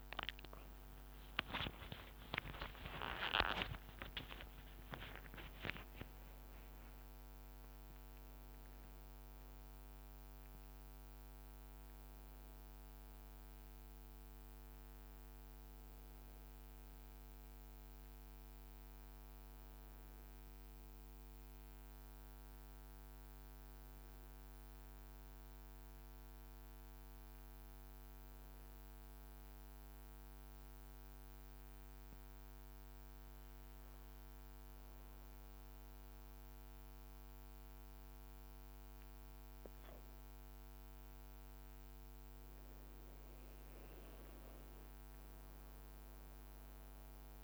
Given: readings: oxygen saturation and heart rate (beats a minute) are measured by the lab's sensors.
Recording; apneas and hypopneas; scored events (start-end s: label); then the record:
breathing in sleep by a microphone on the trachea; 1
1.50-8.00 s: leg movement (device-marked)
4.00-34.00 s: new sleep stage, N1 (lightest sleep)
6.00-8.00 s: long interval between heartbeats (device-marked, heart rate 54 before, 68 extreme)
27.00-43.00 s: obstructive apnea (oxygen 97% before, 93% lowest, heart rate 58 before, 51 extreme, up 3 after)
34.00-47.44 s: new sleep stage, N2 (light sleep)
45.00-47.44 s: arousal
From the record:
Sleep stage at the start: N2 (light sleep); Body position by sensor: on the back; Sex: male